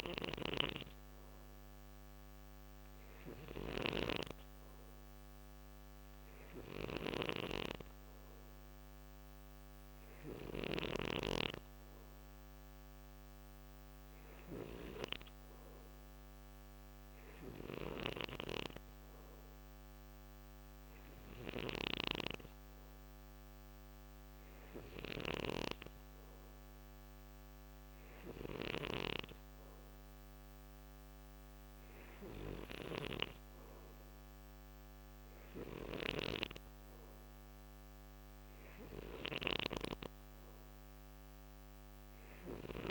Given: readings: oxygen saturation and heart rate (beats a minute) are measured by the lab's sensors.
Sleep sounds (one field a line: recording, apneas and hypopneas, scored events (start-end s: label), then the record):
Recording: breathing in sleep by a microphone on the trachea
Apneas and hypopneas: none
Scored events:
0.00-10.00 s: snoring (device-marked)
17.00-42.91 s: snoring (device-marked)
From the record:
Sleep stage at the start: N2 (light sleep)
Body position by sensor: on the right side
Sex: male